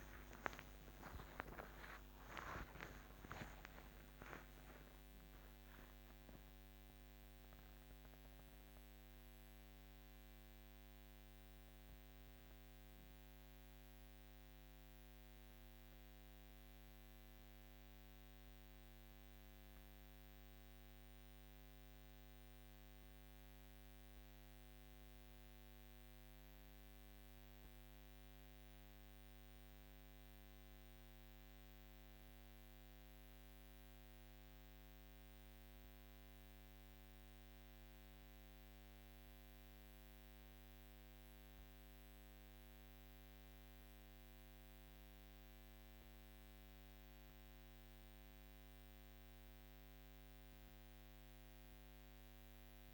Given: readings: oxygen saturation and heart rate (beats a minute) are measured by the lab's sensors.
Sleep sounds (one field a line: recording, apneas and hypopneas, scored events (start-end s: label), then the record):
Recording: breathing in sleep by a microphone on the trachea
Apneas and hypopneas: 1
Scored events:
0.00-3.00 s: arousal
28.00-44.50 s: obstructive apnea (oxygen 99% before, 96% lowest, heart rate 59 before, 48 extreme, up 4 after)
46.50-51.00 s: arousal
48.00-52.94 s: oxygen desaturation (device-marked, oxygen 99% before, 96% lowest, heart rate 52 before, 48 extreme)
From the record:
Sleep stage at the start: N1 (lightest sleep)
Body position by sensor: on the back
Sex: female